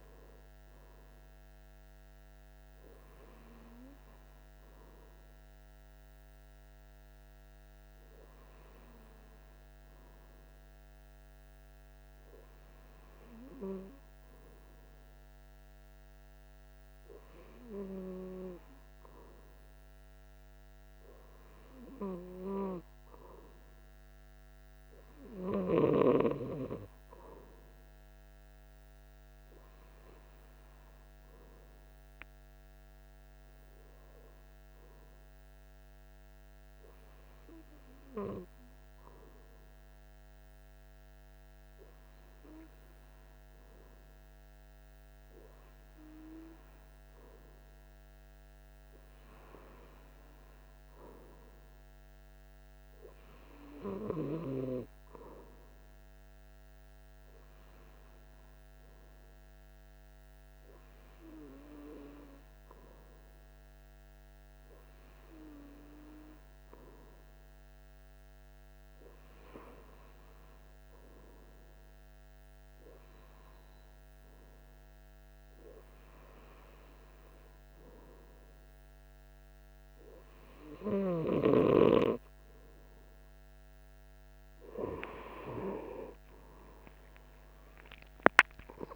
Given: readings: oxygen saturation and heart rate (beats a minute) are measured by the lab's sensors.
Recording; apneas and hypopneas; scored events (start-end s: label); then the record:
breathing in sleep by a microphone on the trachea; none
81.00-88.96 s: new sleep stage, N2 (light sleep)
87.50-88.96 s: arousal
From the record:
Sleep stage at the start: REM sleep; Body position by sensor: on the right side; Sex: male